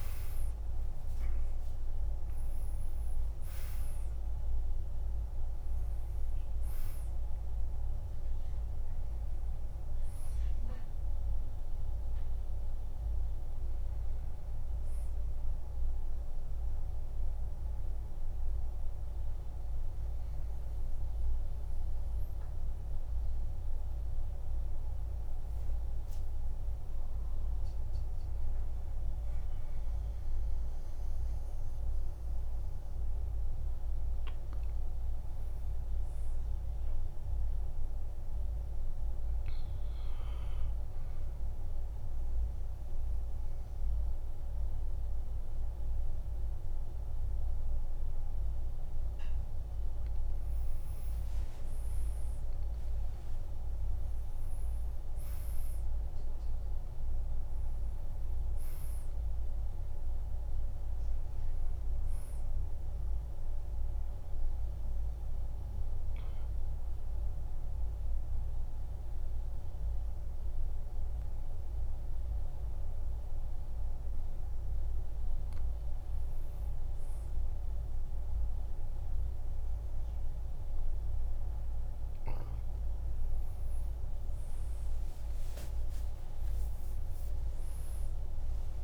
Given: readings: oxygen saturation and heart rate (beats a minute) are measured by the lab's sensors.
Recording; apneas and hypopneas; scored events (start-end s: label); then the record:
breathing in sleep, hard to hear, by a room microphone; 2
0.00-25.50 s: oxygen desaturation (device-marked, oxygen 91% lowest, heart rate 49 extreme)
28.00-32.00 s: arousal
38.00-50.50 s: obstructive apnea (oxygen 99% before, 94% lowest, heart rate 51 before, 49 extreme, up 11 after)
52.00-56.50 s: arousal
59.50-77.50 s: oxygen desaturation (device-marked, oxygen 97% before, 94% lowest, heart rate 54 before, 49 extreme)
62.50-75.50 s: obstructive apnea (oxygen 99% before, 90% lowest, heart rate 54 before, 49 extreme, up 3 after)
87.00-88.84 s: arousal
From the record:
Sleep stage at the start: N2 (light sleep); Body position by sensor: on the back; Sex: male